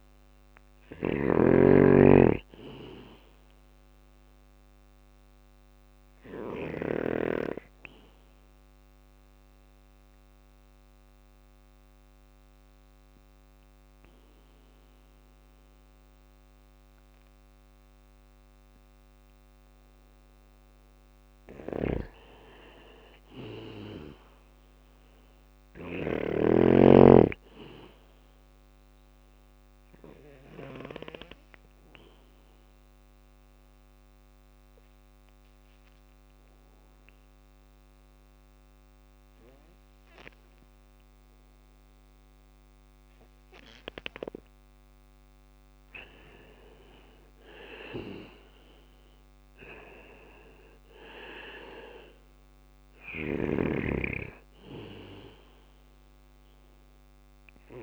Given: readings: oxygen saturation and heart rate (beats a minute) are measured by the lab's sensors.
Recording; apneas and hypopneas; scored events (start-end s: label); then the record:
breathing in sleep by a microphone on the trachea; 2
0.00-2.50 s: drop in pulse transit time (device-marked, heart rate 61 extreme)
0.00-6.00 s: snoring (device-marked)
0.00-15.50 s: oxygen desaturation (device-marked, oxygen 94% lowest, heart rate 55 extreme)
0.50-11.50 s: bradycardia (device-marked, heart rate 60 before, 58 extreme)
7.00-19.50 s: obstructive apnea (oxygen 99% before, 93% lowest, heart rate 61 before, 55 extreme, up 3 after)
20.50-25.00 s: snoring (device-marked)
21.50-25.00 s: arousal
25.50-41.50 s: bradycardia (device-marked, heart rate 60 before, 55 extreme)
30.50-43.00 s: obstructive apnea (oxygen 99% before, 93% lowest, heart rate 60 before, 55 extreme, up 10 after)
45.00-49.50 s: arousal
45.50-57.50 s: drop in pulse transit time (device-marked, heart rate 57 before, 60 extreme)
51.50-57.83 s: oxygen desaturation (device-marked, oxygen 98% before, 93% lowest, heart rate 59 before, 59 extreme)
52.00-57.83 s: snoring (device-marked)
56.50-57.83 s: bradycardia (device-marked, heart rate 60 before, 60 extreme)
From the record:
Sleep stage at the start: N2 (light sleep); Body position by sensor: on the back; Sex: male